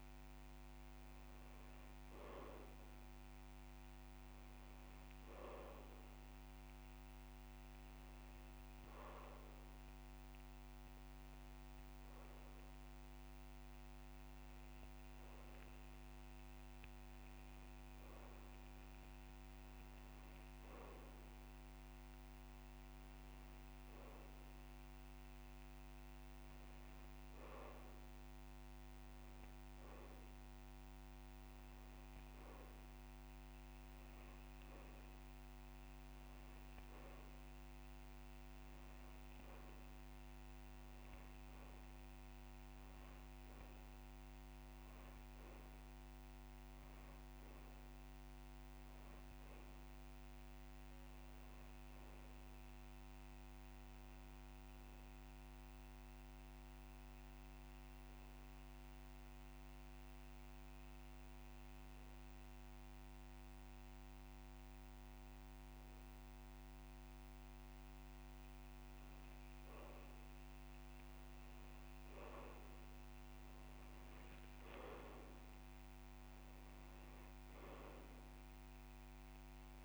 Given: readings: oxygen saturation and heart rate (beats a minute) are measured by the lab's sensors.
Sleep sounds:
breathing in sleep, hard to hear, by a microphone on the trachea; 2
0.00-1.50 s: long interval between heartbeats (device-marked)
7.50-19.50 s: hypopnea (oxygen 97% before, 94% lowest)
14.00-16.00 s: long interval between heartbeats (device-marked)
26.00-30.00 s: arousal
28.00-30.00 s: long interval between heartbeats (device-marked)
33.50-35.50 s: long interval between heartbeats (device-marked)
41.00-51.00 s: drop in pulse transit time (device-marked)
52.00-54.00 s: long interval between heartbeats (device-marked)
55.50-67.50 s: hypopnea (oxygen 97% before, 94% lowest)
57.50-59.50 s: long interval between heartbeats (device-marked)
62.50-64.50 s: long interval between heartbeats (device-marked)
70.50-74.00 s: arousal
From the record:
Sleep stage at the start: N2 (light sleep); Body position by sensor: on the back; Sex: male

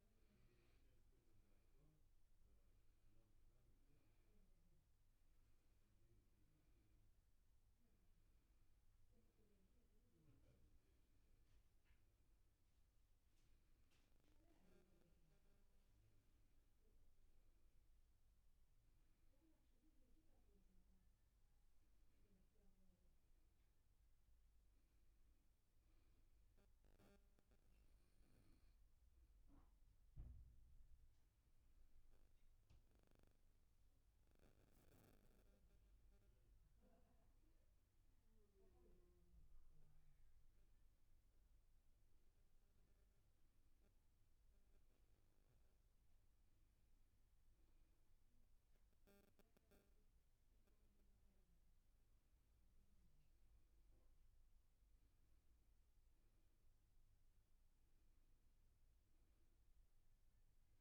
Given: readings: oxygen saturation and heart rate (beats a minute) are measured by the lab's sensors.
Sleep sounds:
breathing in sleep, hard to hear, by a room microphone; none
0.00-1.00 s: arousal
From the record:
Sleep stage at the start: N1 (lightest sleep); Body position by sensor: on the back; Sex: male

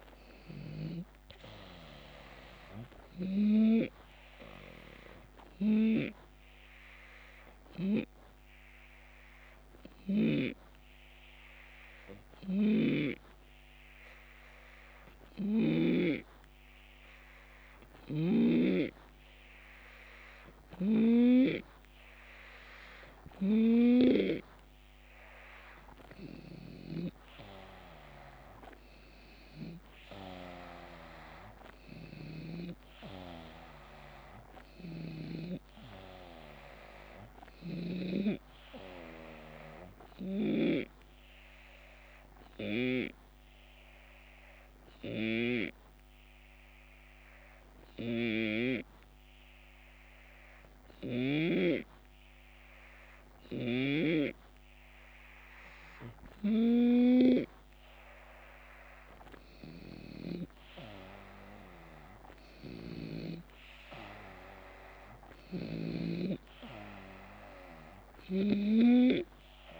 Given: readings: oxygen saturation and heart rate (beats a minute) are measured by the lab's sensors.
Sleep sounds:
breathing in sleep by a microphone on the trachea; 2
0.00-15.00 s: drop in pulse transit time (device-marked, heart rate 75 extreme)
0.00-16.00 s: oxygen desaturation (device-marked, oxygen 91% lowest, heart rate 74 extreme)
4.50-21.50 s: hypopnea (oxygen 98% before, 90% lowest, heart rate 76 before, 73 extreme, up 5 after)
12.00-15.50 s: snoring (device-marked)
25.00-30.00 s: arousal
27.00-50.00 s: oxygen desaturation (device-marked, oxygen 95% before, 90% lowest, heart rate 75 before, 70 extreme)
31.50-35.00 s: snoring (device-marked)
40.50-54.50 s: obstructive apnea (oxygen 95% before, 90% lowest, heart rate 78 before, 70 extreme, up 7 after)
56.50-60.50 s: arousal
59.50-65.50 s: snoring (device-marked)
From the record:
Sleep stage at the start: REM sleep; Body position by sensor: on the left side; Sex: male

